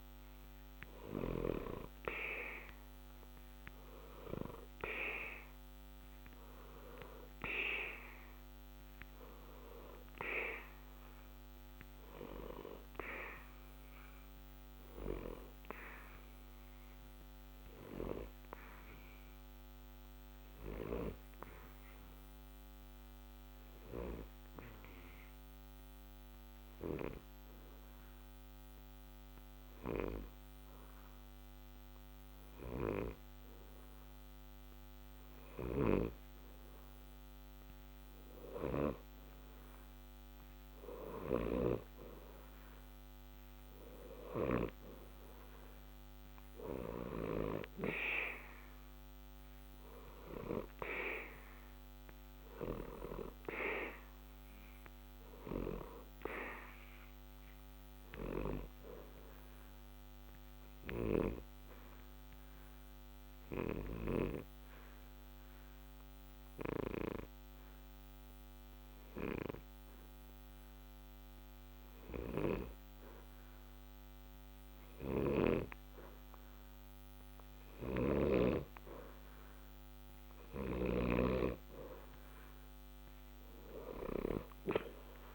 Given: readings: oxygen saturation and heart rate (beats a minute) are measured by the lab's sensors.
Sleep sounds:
breathing in sleep by a microphone on the trachea; 2
4.50-34.50 s: oxygen desaturation (device-marked, oxygen 92% before, 88% lowest, heart rate 61 before, 60 extreme)
16.00-32.00 s: obstructive apnea (oxygen 92% before, 87% lowest, heart rate 61 before, 60 extreme, up 2 after)
37.00-42.50 s: arousal
49.50-78.50 s: oxygen desaturation (device-marked, oxygen 92% before, 87% lowest, heart rate 61 before, 60 extreme)
59.50-78.50 s: obstructive apnea (oxygen 92% before, 87% lowest, heart rate 61 before, 60 extreme, up 1 after)
80.50-84.50 s: arousal
From the record:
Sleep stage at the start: N2 (light sleep); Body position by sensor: on the back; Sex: male

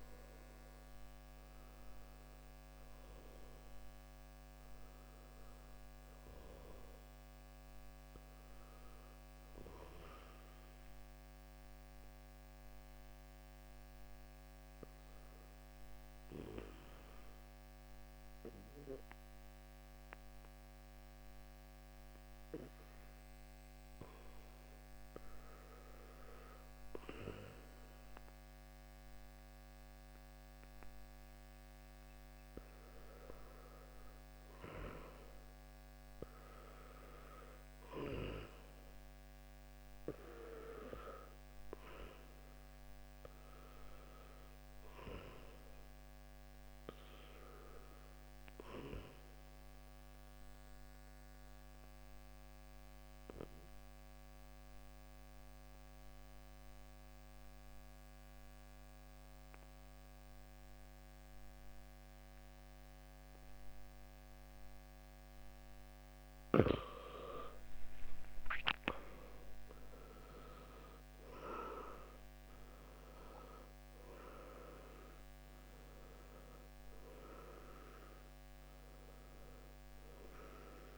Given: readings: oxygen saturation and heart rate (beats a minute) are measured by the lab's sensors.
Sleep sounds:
breathing in sleep by a microphone on the trachea; 2
11.00-29.50 s: hypopnea (oxygen 92% before, 88% lowest, heart rate 67 before, 57 extreme, up 3 after)
30.50-57.50 s: oxygen desaturation (device-marked, oxygen 96% before, 89% lowest, heart rate 59 before, 59 extreme)
32.00-34.50 s: arousal
51.50-66.50 s: obstructive apnea (oxygen 96% before, 87% lowest, heart rate 61 before, 55 extreme, up 13 after)
69.00-73.00 s: arousal
74.50-80.98 s: oxygen desaturation (device-marked, oxygen 93% before, 87% lowest, heart rate 62 before, 55 extreme)
From the record:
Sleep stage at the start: N2 (light sleep); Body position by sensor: on the back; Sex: male

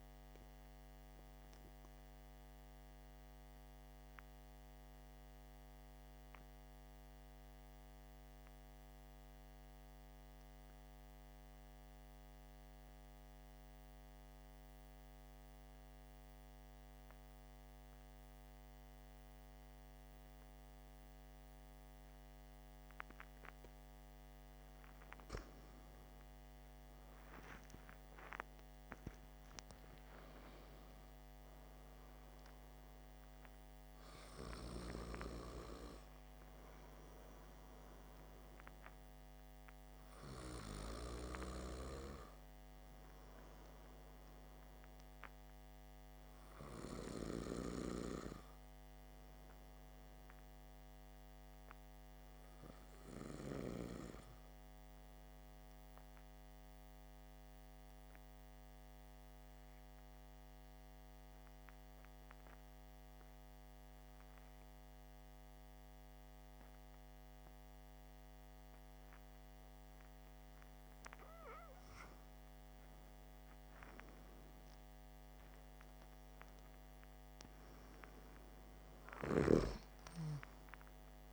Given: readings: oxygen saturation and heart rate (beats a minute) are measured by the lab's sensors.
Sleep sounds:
breathing in sleep by a microphone on the trachea; 2
7.50-24.50 s: obstructive apnea (oxygen 94% before, 94% lowest, heart rate 57 before, 55 extreme, up 11 after)
26.50-30.50 s: arousal
56.00-71.50 s: obstructive apnea (oxygen 95% before, 94% lowest, heart rate 57 before, 55 extreme, up 7 after)
From the record:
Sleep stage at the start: N2 (light sleep); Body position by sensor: on the back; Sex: male

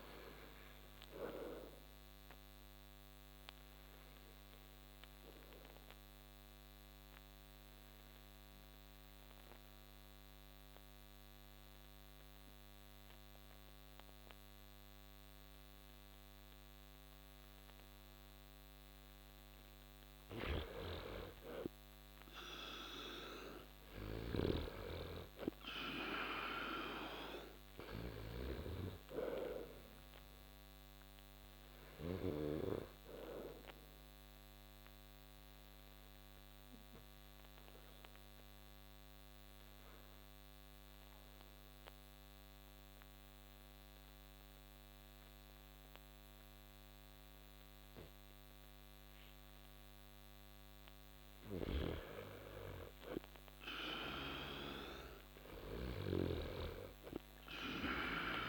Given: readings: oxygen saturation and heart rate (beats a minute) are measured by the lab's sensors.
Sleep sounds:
breathing in sleep by a microphone on the trachea; 2
0.00-19.50 s: oxygen desaturation (device-marked, oxygen 90% lowest)
1.50-19.00 s: obstructive apnea (oxygen 97% before, 88% lowest)
21.00-24.00 s: arousal
31.50-50.50 s: oxygen desaturation (device-marked, oxygen 96% before, 89% lowest)
34.00-49.50 s: obstructive apnea (oxygen 96% before, 88% lowest)
51.50-54.00 s: arousal
55.50-58.49 s: snoring (device-marked)
From the record:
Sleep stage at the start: N2 (light sleep); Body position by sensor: on the back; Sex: male

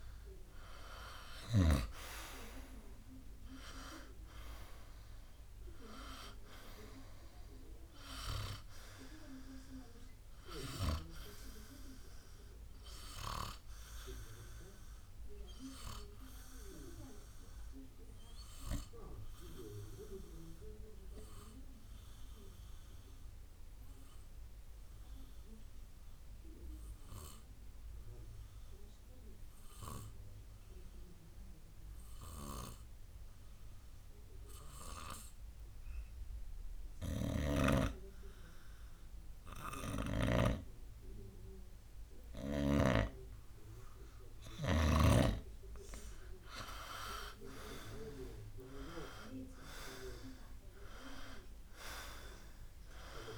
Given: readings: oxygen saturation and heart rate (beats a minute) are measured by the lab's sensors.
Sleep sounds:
breathing in sleep by a room microphone; 1
0.00-2.00 s: snoring (device-marked)
0.00-3.50 s: arousal
14.50-44.50 s: obstructive apnea (oxygen 97% before, 90% lowest, heart rate 64 before, 54 extreme, up 12 after)
27.00-39.00 s: oxygen desaturation (device-marked, oxygen 95% before, 92% lowest, heart rate 59 before, 55 extreme)
47.50-51.50 s: arousal
From the record:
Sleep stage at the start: N2 (light sleep); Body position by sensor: on the right side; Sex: male

